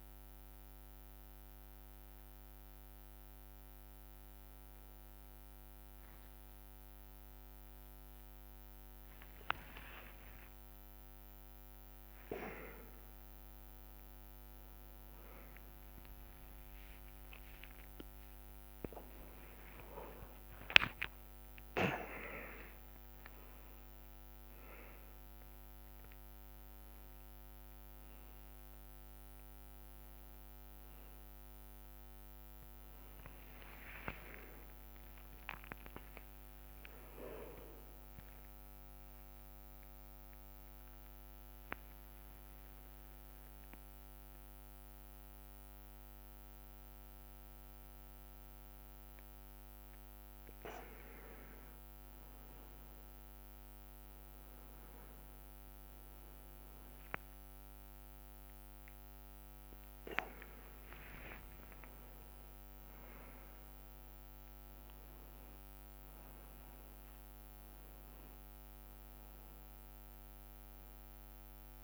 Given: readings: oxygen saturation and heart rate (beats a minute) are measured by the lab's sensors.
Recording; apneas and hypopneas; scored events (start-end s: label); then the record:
a person awake in a sleep study, by a microphone on the trachea; none
0.00-2.50 s: bradycardia (device-marked, heart rate 57 extreme)
14.50 s: drop in pulse transit time (device-marked)
17.50-28.50 s: drop in pulse transit time (device-marked, heart rate 62 before, 66 extreme)
20.00-22.00 s: long interval between heartbeats (device-marked, heart rate 62 before, 78 extreme)
60.50-65.50 s: drop in pulse transit time (device-marked, heart rate 67 before, 62 extreme)
70.50-71.84 s: long interval between heartbeats (device-marked, heart rate 66 before, 68 extreme)
From the record:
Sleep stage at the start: awake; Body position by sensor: on the back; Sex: male